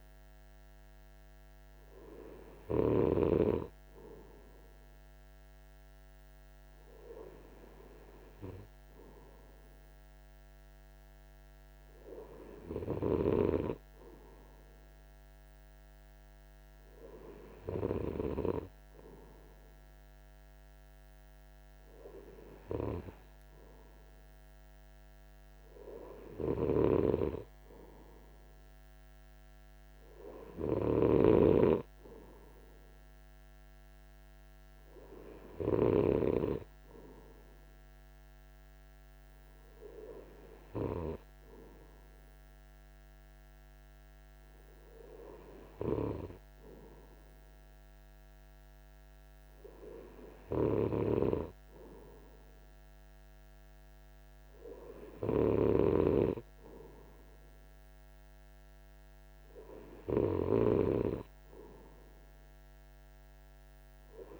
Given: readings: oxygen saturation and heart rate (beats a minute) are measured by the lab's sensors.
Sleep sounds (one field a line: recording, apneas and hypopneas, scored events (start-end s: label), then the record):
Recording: breathing in sleep by a microphone on the trachea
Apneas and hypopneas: none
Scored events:
none scored
From the record:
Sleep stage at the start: N3 (deep sleep)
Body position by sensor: on the right side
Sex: male